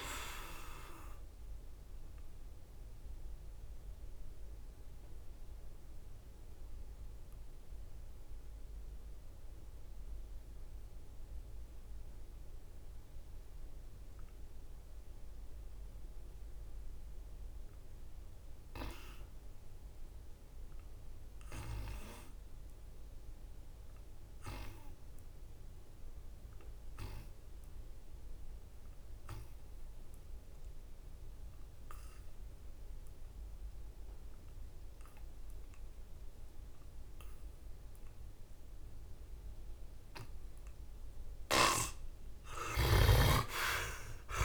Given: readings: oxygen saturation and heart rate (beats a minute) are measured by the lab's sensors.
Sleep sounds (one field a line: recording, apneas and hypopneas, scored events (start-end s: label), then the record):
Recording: breathing in sleep by a room microphone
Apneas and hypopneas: 1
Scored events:
0.00-16.00 s: oxygen desaturation (device-marked, oxygen 49% lowest, heart rate 60 extreme)
1.50-40.00 s: mixed apnea (oxygen 74% before, 49% lowest, heart rate 73 before, 63 extreme, up 20 after)
25.00-44.45 s: oxygen desaturation (device-marked, oxygen 86% before, 56% lowest, heart rate 67 before, 64 extreme)
41.00-44.45 s: snoring (device-marked)
42.50-44.45 s: arousal
From the record:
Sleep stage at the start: N2 (light sleep)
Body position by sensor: on the back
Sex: male